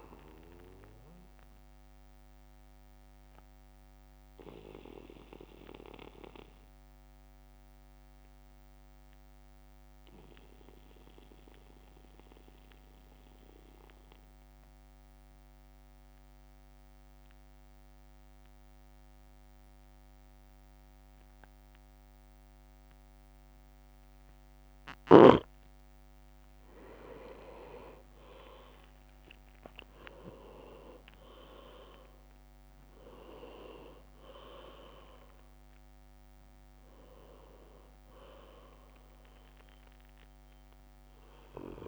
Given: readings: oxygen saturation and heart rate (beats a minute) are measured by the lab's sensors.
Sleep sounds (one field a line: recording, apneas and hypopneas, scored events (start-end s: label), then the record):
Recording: breathing in sleep by a microphone on the trachea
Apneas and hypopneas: 1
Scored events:
0.00-4.00 s: drop in pulse transit time (device-marked, heart rate 54 extreme)
1.00-23.50 s: obstructive apnea (oxygen 99% before, 95% lowest, heart rate 57 before, 50 extreme, up 8 after)
27.00-29.00 s: leg movement (device-marked)
28.00-41.00 s: drop in pulse transit time (device-marked, heart rate 52 before, 54 extreme)
28.50-33.00 s: arousal
30.00-32.00 s: leg movement (device-marked)
From the record:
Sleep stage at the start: N2 (light sleep)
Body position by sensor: on the back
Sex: male